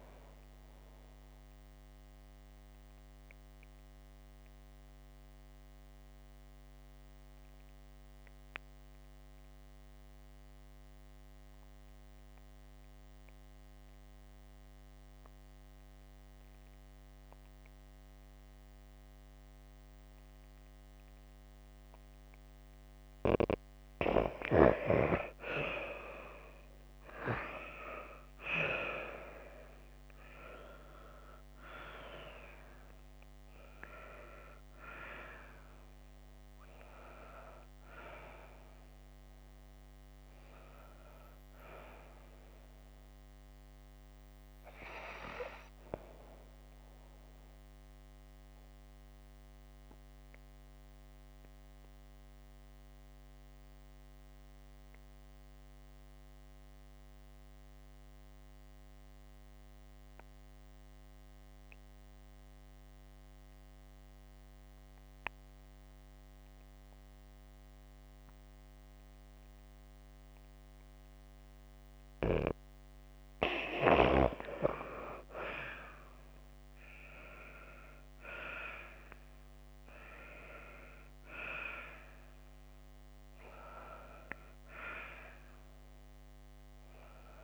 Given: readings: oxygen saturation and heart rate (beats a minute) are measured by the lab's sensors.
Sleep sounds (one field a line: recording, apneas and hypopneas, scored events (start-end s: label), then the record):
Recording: breathing in sleep by a microphone on the trachea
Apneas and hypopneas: 2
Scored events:
2.00-23.00 s: obstructive apnea (oxygen 98% before, 85% lowest, heart rate 61 before, 50 extreme, up 7 after)
6.00-20.00 s: oxygen desaturation (device-marked, oxygen 95% before, 88% lowest, heart rate 62 before, 50 extreme)
25.50-29.50 s: arousal
27.00-70.00 s: oxygen desaturation (device-marked, oxygen 97% before, 85% lowest, heart rate 52 before, 47 extreme)
48.00-71.50 s: obstructive apnea (oxygen 97% before, 85% lowest, heart rate 57 before, 47 extreme, up 13 after)
74.00-78.50 s: arousal
82.00-87.44 s: oxygen desaturation (device-marked, oxygen 98% before, 93% lowest, heart rate 56 before, 47 extreme)
From the record:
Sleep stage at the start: N2 (light sleep)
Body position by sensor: on the back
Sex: female